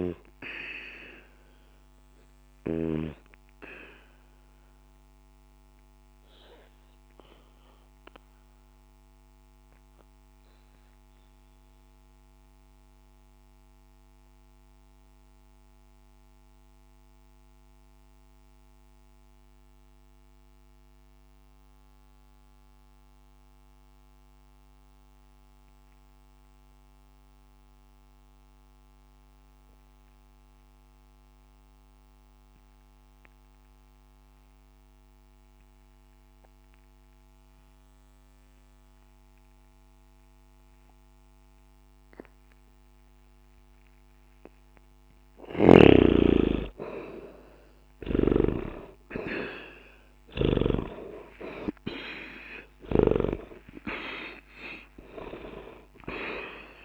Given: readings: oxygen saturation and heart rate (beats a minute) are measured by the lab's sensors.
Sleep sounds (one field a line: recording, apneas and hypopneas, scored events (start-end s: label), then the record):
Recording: breathing in sleep by a microphone on the trachea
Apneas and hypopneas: 1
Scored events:
0.00-23.00 s: oxygen desaturation (device-marked, oxygen 75% lowest, heart rate 59 extreme)
3.50-44.00 s: obstructive apnea (oxygen 96% before, 75% lowest, heart rate 60 before, 60 extreme, up 0 after)
42.00-56.85 s: oxygen desaturation (device-marked, oxygen 98% before, 75% lowest, heart rate 60 before, 60 extreme)
47.50-52.50 s: arousal
From the record:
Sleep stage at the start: N2 (light sleep)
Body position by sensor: on the back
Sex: male